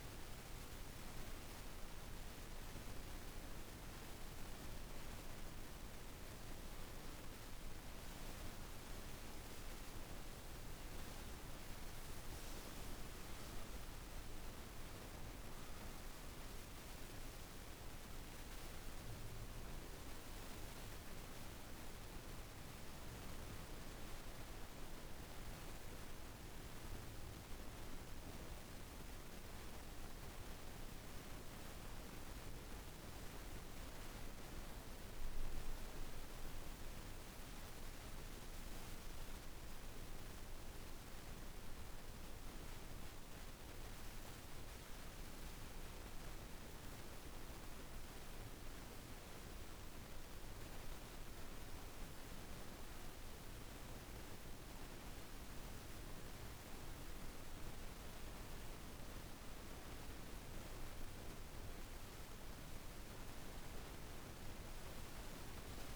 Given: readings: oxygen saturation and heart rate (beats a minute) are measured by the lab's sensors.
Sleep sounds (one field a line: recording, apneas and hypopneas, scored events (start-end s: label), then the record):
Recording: breathing in sleep, hard to hear, by a room microphone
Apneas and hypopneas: 1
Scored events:
0.00-13.50 s: oxygen desaturation (device-marked, oxygen 91% lowest)
24.50-38.00 s: hypopnea (oxygen 96% before, 93% lowest)
40.00-43.50 s: arousal
41.50-57.50 s: oxygen desaturation (device-marked, oxygen 98% before, 93% lowest)
From the record:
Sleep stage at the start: N2 (light sleep)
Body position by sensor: on the right side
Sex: female